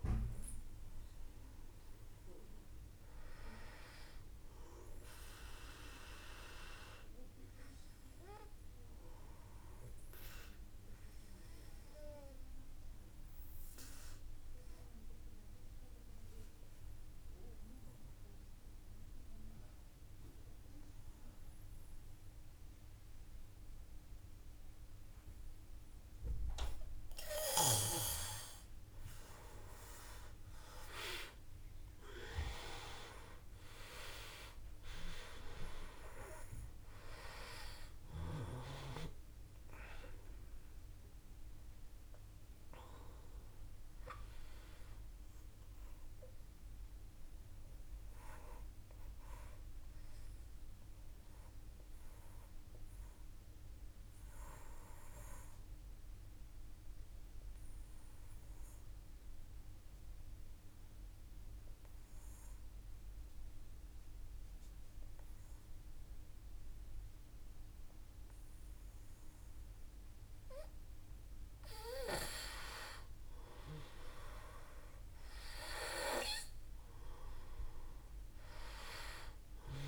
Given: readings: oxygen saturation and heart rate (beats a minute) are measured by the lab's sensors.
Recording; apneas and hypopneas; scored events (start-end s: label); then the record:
breathing in sleep by a room microphone; 2
0.00-1.50 s: arousal
7.50-25.00 s: obstructive apnea (oxygen 98% before, 89% lowest, heart rate 54 before, 53 extreme, up 4 after)
27.50-31.50 s: arousal
28.50-60.50 s: oxygen desaturation (device-marked, oxygen 96% before, 89% lowest, heart rate 55 before, 53 extreme)
46.50-70.00 s: obstructive apnea (oxygen 96% before, 89% lowest, heart rate 56 before, 52 extreme, up 2 after)
72.50-77.00 s: arousal
78.50-79.88 s: oxygen desaturation (device-marked, oxygen 97% before, 92% lowest, heart rate 54 before, 50 extreme)
From the record:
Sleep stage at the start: N2 (light sleep); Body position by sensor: on the back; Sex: male